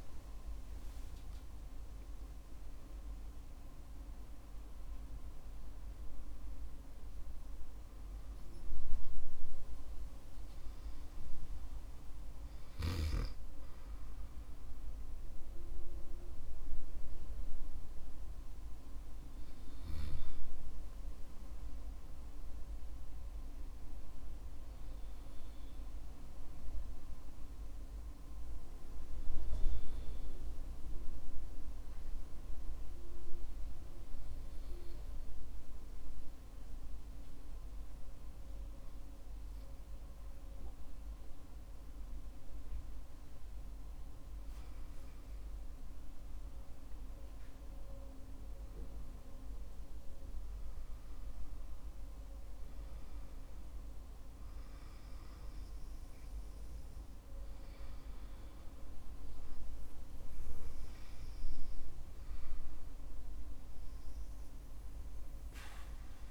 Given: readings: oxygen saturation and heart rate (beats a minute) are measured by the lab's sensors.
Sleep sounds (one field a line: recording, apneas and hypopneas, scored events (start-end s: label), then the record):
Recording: breathing in sleep, hard to hear, by a room microphone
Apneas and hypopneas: 1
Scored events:
0.00-4.50 s: arousal
25.50-44.00 s: hypopnea (oxygen 96% before, 93% lowest, heart rate 60 before, 50 extreme, up 14 after)
45.50-50.00 s: arousal
From the record:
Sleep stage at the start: N2 (light sleep)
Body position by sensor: on the back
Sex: male